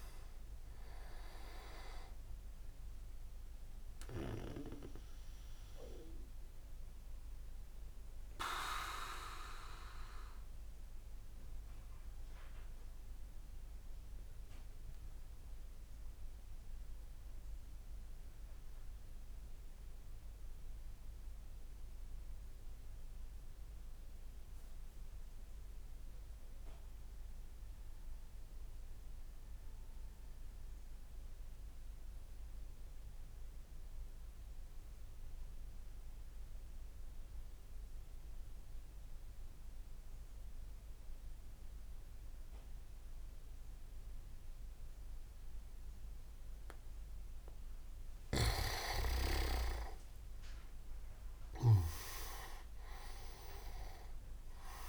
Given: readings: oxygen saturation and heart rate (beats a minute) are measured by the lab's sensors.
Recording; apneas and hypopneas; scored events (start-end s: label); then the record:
breathing in sleep by a room microphone; 1
0.00-9.00 s: oxygen desaturation (device-marked, oxygen 94% lowest)
7.00-47.50 s: mixed apnea (oxygen 99% before, 93% lowest)
39.00-54.89 s: oxygen desaturation (device-marked, oxygen 99% before, 93% lowest)
48.00-51.50 s: snoring (device-marked)
48.00-52.00 s: leg movement (device-marked)
49.50-53.50 s: arousal
From the record:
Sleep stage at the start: N2 (light sleep); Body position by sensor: on the back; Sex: male